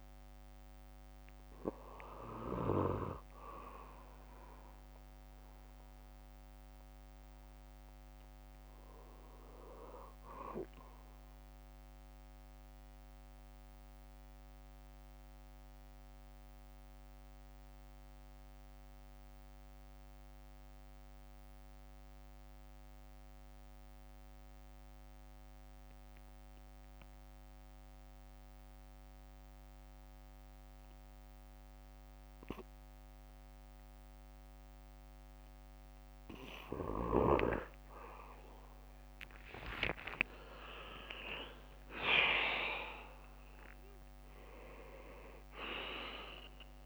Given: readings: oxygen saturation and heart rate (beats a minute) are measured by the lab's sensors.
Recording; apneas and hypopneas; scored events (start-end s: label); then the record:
breathing in sleep by a microphone on the trachea; 1
12.50-36.00 s: mixed apnea (oxygen 96% before, 93% lowest, heart rate 64 before, 57 extreme, up 9 after)
30.50-32.50 s: bradycardia (device-marked, heart rate 63 before, 58 extreme)
33.50-35.50 s: bradycardia (device-marked, heart rate 63 before, 58 extreme)
38.00-43.00 s: arousal
44.50-46.86 s: oxygen desaturation (device-marked, oxygen 97% before, 94% lowest, heart rate 62 before, 56 extreme)
From the record:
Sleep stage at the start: N2 (light sleep); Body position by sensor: on the back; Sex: male